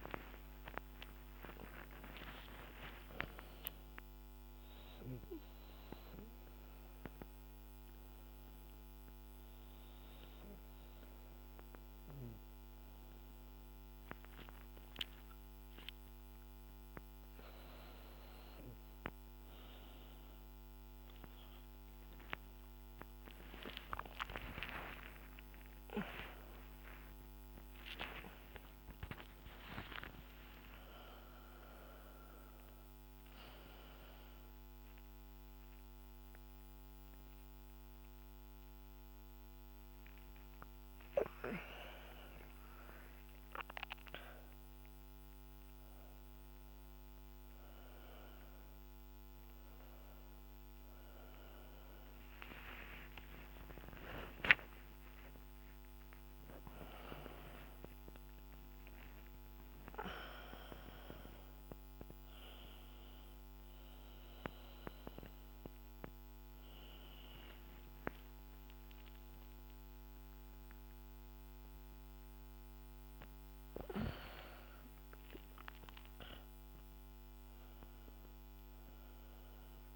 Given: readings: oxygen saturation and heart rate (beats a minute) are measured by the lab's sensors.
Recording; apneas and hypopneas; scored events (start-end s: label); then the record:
a person awake in a sleep study, by a microphone on the trachea; none
5.00-65.00 s: new sleep stage, awake
54.50-56.50 s: long interval between heartbeats (device-marked, heart rate 75 before, 105 extreme)
65.00-79.96 s: new sleep stage, N1 (lightest sleep)
74.00-76.00 s: long interval between heartbeats (device-marked, heart rate 87 before, 81 extreme)
From the record:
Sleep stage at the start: N2 (light sleep); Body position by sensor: on the back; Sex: female